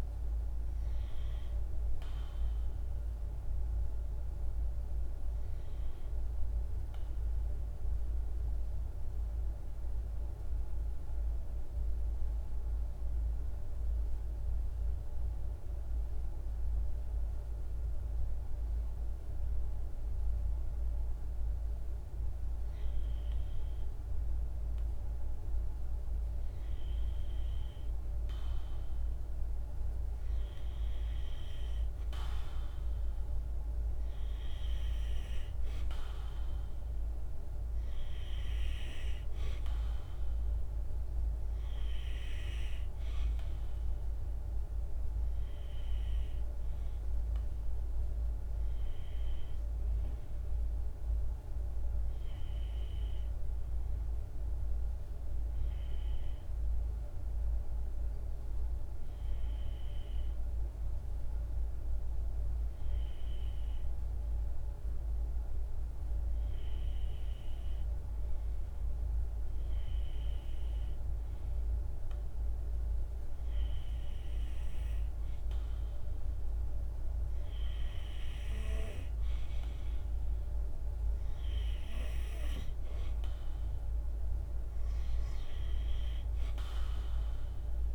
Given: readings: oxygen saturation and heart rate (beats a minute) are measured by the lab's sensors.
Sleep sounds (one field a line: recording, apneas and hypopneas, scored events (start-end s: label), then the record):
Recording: breathing in sleep, hard to hear, by a room microphone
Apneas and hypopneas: 1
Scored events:
0.00-9.00 s: oxygen desaturation (device-marked, oxygen 92% lowest, heart rate 50 extreme)
7.50-19.00 s: hypopnea (oxygen 97% before, 93% lowest, heart rate 53 before, 52 extreme, up 2 after)
21.50-25.00 s: arousal
28.00-52.00 s: oxygen desaturation (device-marked, oxygen 98% before, 93% lowest, heart rate 53 before, 52 extreme)
71.00-87.95 s: oxygen desaturation (device-marked, oxygen 97% before, 93% lowest, heart rate 53 before, 53 extreme)
From the record:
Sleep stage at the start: N2 (light sleep)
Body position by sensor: on the right side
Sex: male